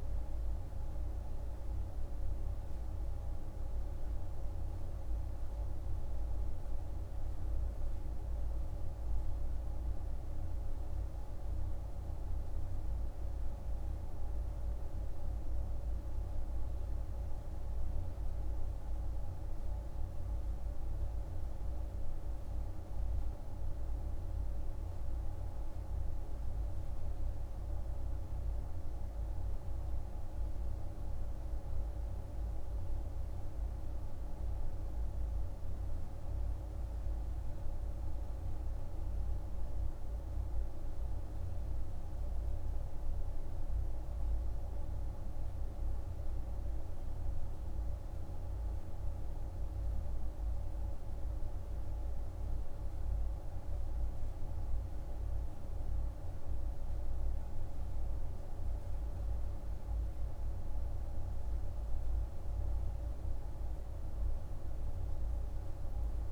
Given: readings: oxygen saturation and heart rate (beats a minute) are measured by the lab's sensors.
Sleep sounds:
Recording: breathing in sleep, hard to hear, by a room microphone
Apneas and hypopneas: none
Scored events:
65.00-66.31 s: arousal
From the record:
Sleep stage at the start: N2 (light sleep)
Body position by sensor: on the right side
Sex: male

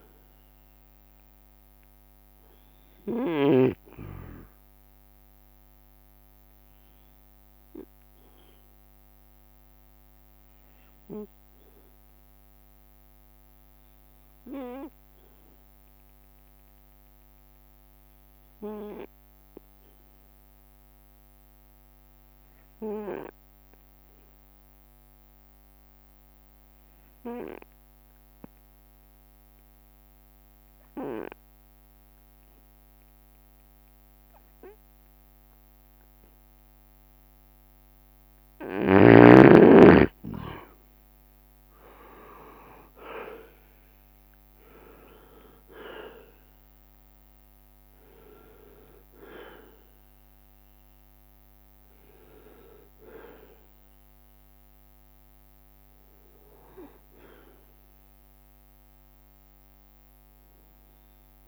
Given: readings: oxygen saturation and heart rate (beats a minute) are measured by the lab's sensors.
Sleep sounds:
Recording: breathing in sleep by a microphone on the trachea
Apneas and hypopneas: 1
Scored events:
0.00-4.50 s: drop in pulse transit time (device-marked, heart rate 66 extreme)
0.00-21.50 s: oxygen desaturation (device-marked, oxygen 88% lowest, heart rate 65 extreme)
5.50-7.50 s: long interval between heartbeats (device-marked, heart rate 67 before, 72 extreme)
5.50-37.50 s: obstructive apnea (oxygen 96% before, 88% lowest, heart rate 67 before, 65 extreme, up 5 after)
18.00-27.50 s: leg movement (device-marked)
30.50-33.50 s: leg movement (device-marked)
37.50-61.48 s: oxygen desaturation (device-marked, oxygen 97% before, 89% lowest, heart rate 66 before, 64 extreme)
39.50-44.00 s: arousal
41.00-45.50 s: leg movement (device-marked)
42.50-54.50 s: drop in pulse transit time (device-marked, heart rate 66 before, 66 extreme)
From the record:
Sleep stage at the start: N2 (light sleep)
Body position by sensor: on the right side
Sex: male

